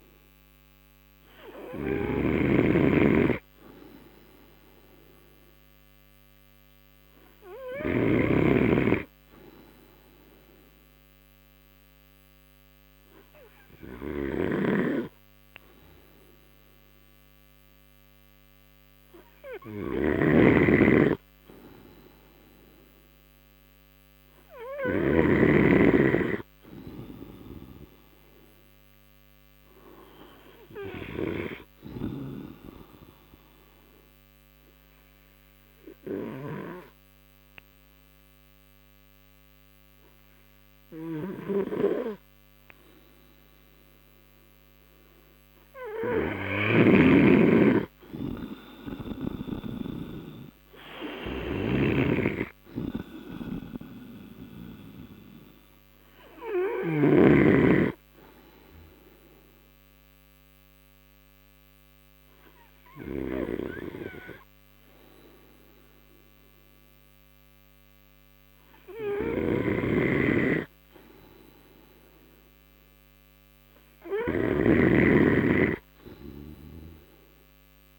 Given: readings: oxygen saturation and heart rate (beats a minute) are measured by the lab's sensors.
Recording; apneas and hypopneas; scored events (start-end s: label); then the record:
breathing in sleep by a microphone on the trachea; 2
0.00-2.00 s: arousal
0.00-9.00 s: snoring (device-marked)
20.50-26.00 s: snoring (device-marked)
23.00-26.50 s: arousal
29.50-37.50 s: oxygen desaturation (device-marked, oxygen 95% before, 91% lowest)
32.00-45.50 s: obstructive apnea (oxygen 95% before, 88% lowest)
47.00-58.00 s: snoring (device-marked)
50.00-52.50 s: arousal
55.50-71.50 s: oxygen desaturation (device-marked, oxygen 94% before, 88% lowest)
59.00-72.00 s: obstructive apnea (oxygen 94% before, 88% lowest)
74.00-76.50 s: arousal
From the record:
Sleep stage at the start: N2 (light sleep); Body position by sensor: on the right side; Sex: male